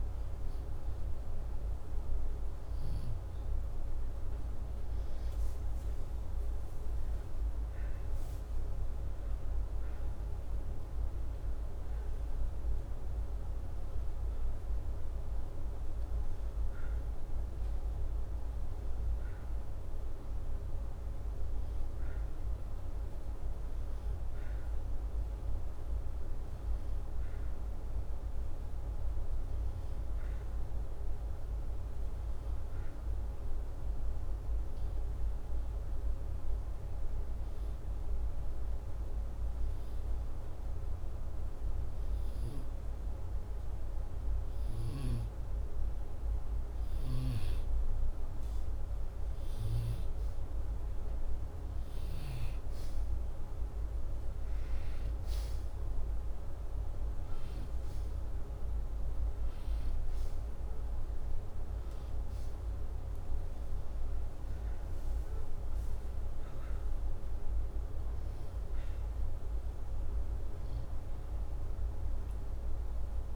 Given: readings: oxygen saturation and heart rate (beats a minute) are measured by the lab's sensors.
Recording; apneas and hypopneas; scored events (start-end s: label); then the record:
breathing in sleep, hard to hear, by a room microphone; 1
37.50-48.00 s: hypopnea (oxygen 96% before, 93% lowest, heart rate 83 before, 83 extreme, up 3 after)
49.00-52.00 s: arousal
54.50-72.50 s: oxygen desaturation (device-marked, oxygen 96% before, 93% lowest, heart rate 85 before, 83 extreme)
From the record:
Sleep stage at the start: N2 (light sleep); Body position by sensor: upright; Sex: male